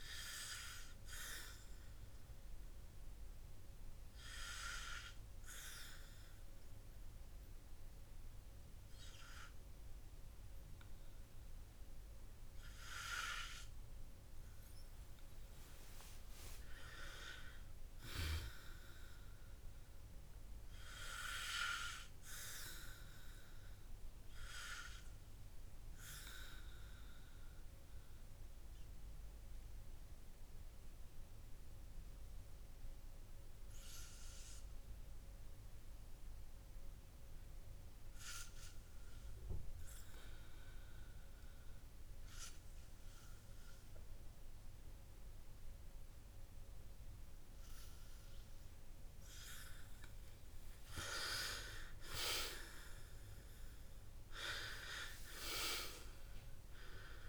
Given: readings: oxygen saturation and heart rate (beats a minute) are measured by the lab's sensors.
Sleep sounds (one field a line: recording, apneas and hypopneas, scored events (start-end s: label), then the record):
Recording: breathing in sleep by a room microphone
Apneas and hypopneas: 2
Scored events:
3.50-17.50 s: obstructive apnea (oxygen 98% before, 89% lowest, heart rate 65 before, 48 extreme, up 19 after)
15.00-25.00 s: oxygen desaturation (device-marked, oxygen 97% before, 89% lowest, heart rate 56 before, 48 extreme)
20.00-23.00 s: arousal
29.50-50.00 s: obstructive apnea (oxygen 99% before, 92% lowest, heart rate 61 before, 49 extreme, up 9 after)
52.50-56.50 s: arousal
From the record:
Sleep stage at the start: N2 (light sleep)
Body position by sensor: on the back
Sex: male